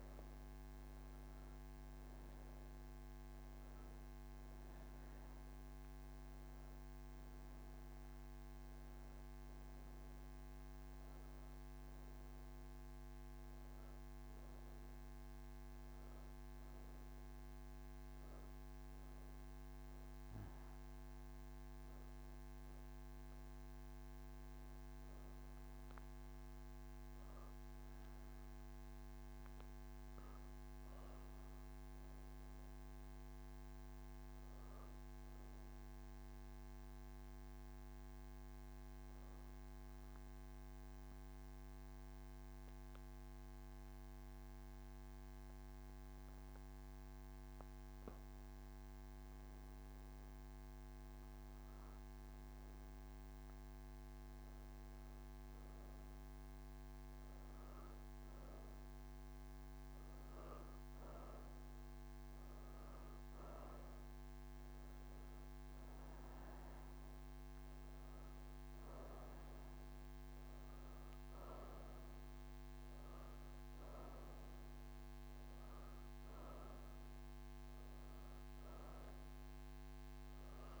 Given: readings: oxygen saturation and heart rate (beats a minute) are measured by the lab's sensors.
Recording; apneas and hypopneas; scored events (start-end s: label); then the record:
breathing in sleep, hard to hear, by a microphone on the trachea; none
12.50-28.50 s: oxygen desaturation (device-marked, oxygen 94% before, 89% lowest, heart rate 98 before, 69 extreme)
64.50-77.50 s: oxygen desaturation (device-marked, oxygen 97% before, 92% lowest, heart rate 117 before, 113 extreme)
From the record:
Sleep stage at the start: N3 (deep sleep); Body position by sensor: on the right side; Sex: female